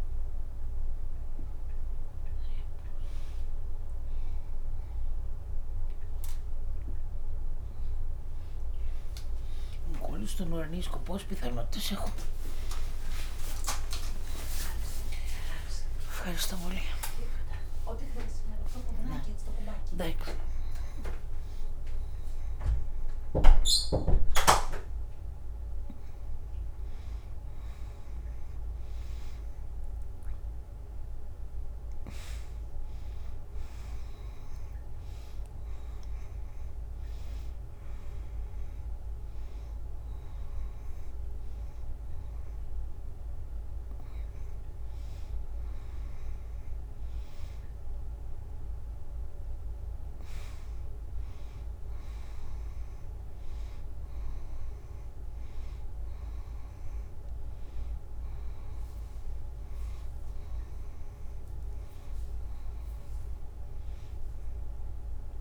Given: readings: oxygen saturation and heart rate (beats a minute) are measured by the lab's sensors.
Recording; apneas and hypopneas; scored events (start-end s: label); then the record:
a person awake in a sleep study, by a room microphone; none
8.00-15.00 s: oxygen desaturation (device-marked, oxygen 95% before, 92% lowest, heart rate 103 before, 99 extreme)
10.00-20.00 s: snoring (device-marked)
37.00-45.00 s: oxygen desaturation (device-marked, oxygen 99% before, 95% lowest, heart rate 116 before, 93 extreme)
From the record:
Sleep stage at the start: awake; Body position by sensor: on the front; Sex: female